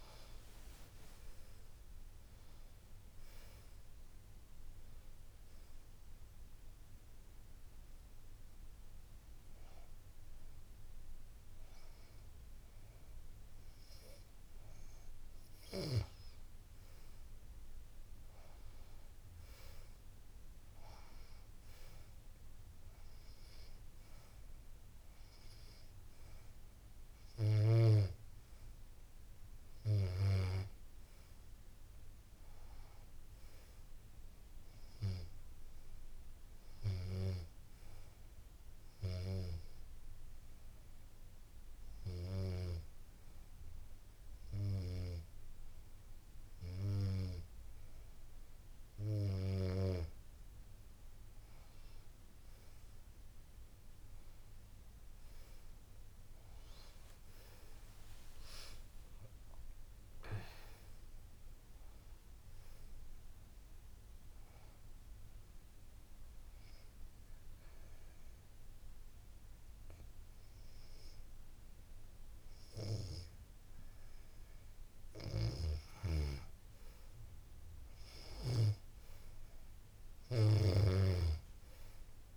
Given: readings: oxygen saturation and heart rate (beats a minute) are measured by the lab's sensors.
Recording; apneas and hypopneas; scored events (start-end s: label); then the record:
breathing in sleep by a room microphone; 3
6.00-16.00 s: hypopnea (oxygen 95% before, 92% lowest, heart rate 94 before, 82 extreme, up 3 after)
18.50-21.50 s: arousal
38.50-49.50 s: hypopnea (oxygen 97% before, 92% lowest, heart rate 83 before, 79 extreme, up 5 after)
51.00-72.00 s: oxygen desaturation (device-marked, oxygen 95% before, 92% lowest, heart rate 81 before, 79 extreme)
52.50-57.50 s: arousal
65.00-75.00 s: obstructive apnea (oxygen 95% before, 92% lowest, heart rate 84 before, 79 extreme, up 4 after)
78.00-81.00 s: arousal
81.00-82.37 s: oxygen desaturation (device-marked, oxygen 96% before, 92% lowest, heart rate 82 before, 79 extreme)
From the record:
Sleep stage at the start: N2 (light sleep); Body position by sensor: on the back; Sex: female